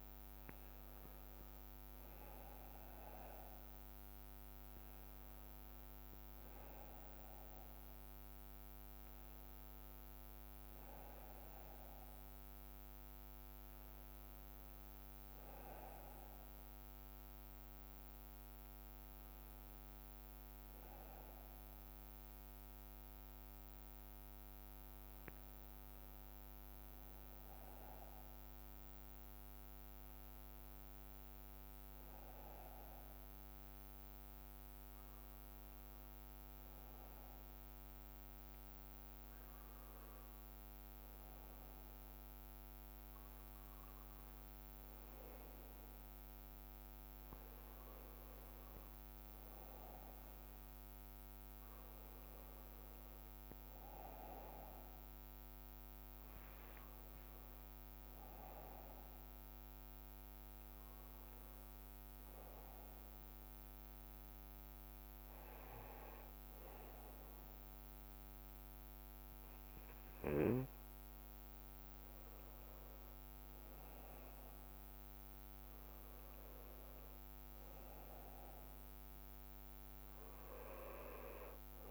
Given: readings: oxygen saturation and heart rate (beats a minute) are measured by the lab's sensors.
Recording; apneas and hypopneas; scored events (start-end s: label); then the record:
a person partly awake in a sleep study, hard to hear, by a microphone on the trachea; 1
0.00-22.00 s: oxygen desaturation (device-marked, oxygen 90% lowest, heart rate 58 extreme)
10.00-40.00 s: new sleep stage, N1 (lightest sleep)
13.00-25.00 s: bradycardia (device-marked, heart rate 58 before, 58 extreme)
33.00-51.00 s: bradycardia (device-marked, heart rate 58 before, 58 extreme)
40.00-81.91 s: new sleep stage, N2 (light sleep)
53.50-57.50 s: arousal
61.00-70.00 s: bradycardia (device-marked, heart rate 58 before, 57 extreme)
61.50-75.00 s: obstructive apnea (oxygen 92% before, 89% lowest, heart rate 59 before, 57 extreme, up 5 after)
77.50-81.50 s: arousal
80.00-81.91 s: bradycardia (device-marked, heart rate 58 before, 59 extreme)
From the record:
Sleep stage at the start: awake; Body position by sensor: on the right side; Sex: male